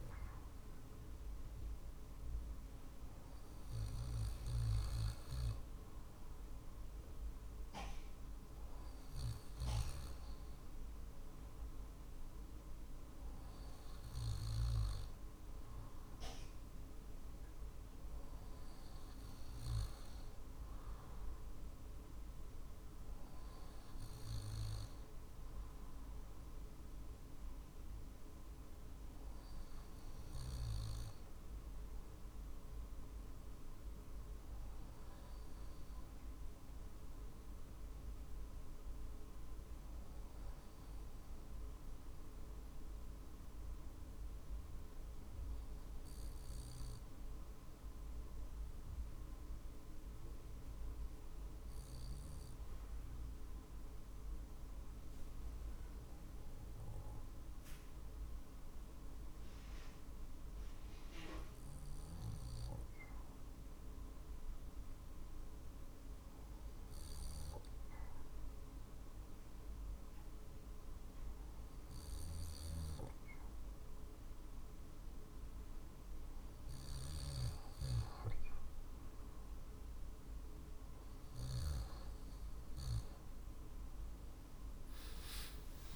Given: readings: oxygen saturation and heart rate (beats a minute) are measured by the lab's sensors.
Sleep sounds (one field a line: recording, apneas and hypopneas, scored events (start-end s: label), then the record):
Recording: breathing in sleep, hard to hear, by a room microphone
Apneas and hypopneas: 1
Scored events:
0.00-1.00 s: drop in pulse transit time (device-marked, heart rate 48 extreme)
34.00-38.50 s: arousal
42.00-74.00 s: obstructive apnea (oxygen 95% before, 92% lowest, heart rate 47 before, 47 extreme, up 1 after)
80.50-85.00 s: arousal
From the record:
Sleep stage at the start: N2 (light sleep)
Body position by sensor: on the back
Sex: male